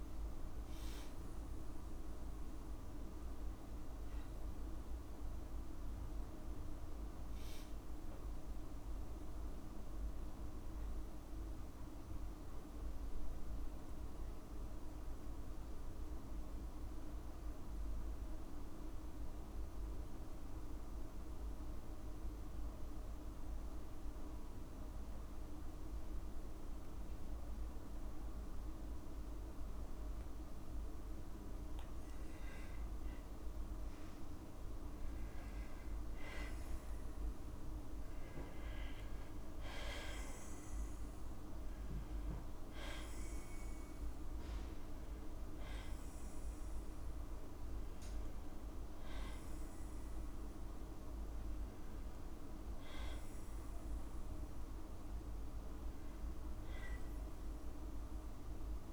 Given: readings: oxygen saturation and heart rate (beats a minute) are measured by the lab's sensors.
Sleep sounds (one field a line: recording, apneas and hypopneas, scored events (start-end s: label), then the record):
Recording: breathing in sleep, hard to hear, by a room microphone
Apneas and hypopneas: 1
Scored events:
9.00-13.00 s: arousal
16.00-32.50 s: hypopnea (oxygen 97% before, 94% lowest, heart rate 59 before, 56 extreme, up 3 after)
34.00-37.00 s: arousal
From the record:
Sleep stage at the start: N2 (light sleep)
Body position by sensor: on the back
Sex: female